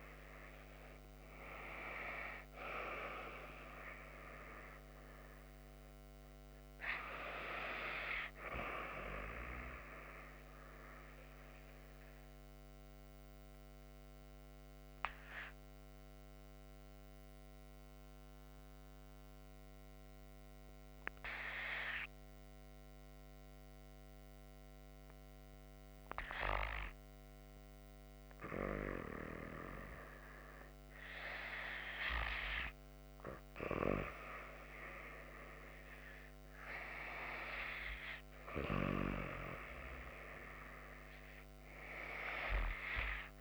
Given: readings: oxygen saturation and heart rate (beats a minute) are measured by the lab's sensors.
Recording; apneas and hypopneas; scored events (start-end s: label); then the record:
breathing in sleep by a microphone on the trachea; 1
0.00-2.00 s: arousal
6.00-25.00 s: oxygen desaturation (device-marked, oxygen 95% before, 92% lowest)
11.50-30.00 s: mixed apnea (oxygen 95% before, 92% lowest)
31.00-35.00 s: arousal
From the record:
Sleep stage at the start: N2 (light sleep); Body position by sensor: on the back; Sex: female